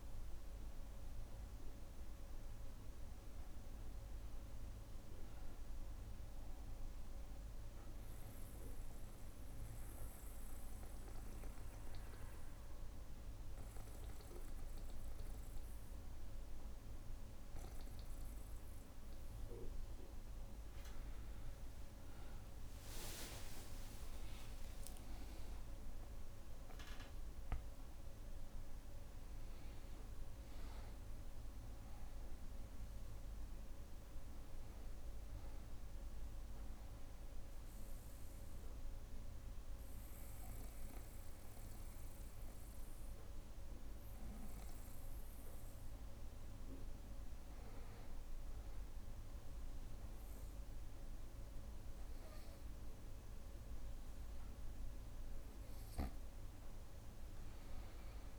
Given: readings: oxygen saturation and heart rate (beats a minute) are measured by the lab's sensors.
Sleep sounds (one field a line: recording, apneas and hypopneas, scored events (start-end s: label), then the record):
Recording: breathing in sleep, hard to hear, by a room microphone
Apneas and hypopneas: 2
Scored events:
0.00-3.50 s: arousal
5.50-19.00 s: obstructive apnea (oxygen 97% before, 94% lowest, heart rate 63 before, 60 extreme, up 14 after)
23.00-28.00 s: arousal
35.50-47.50 s: obstructive apnea (oxygen 97% before, 91% lowest, heart rate 67 before, 61 extreme, up 2 after)
49.00-53.50 s: arousal
From the record:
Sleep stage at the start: N2 (light sleep)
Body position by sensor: on the back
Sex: male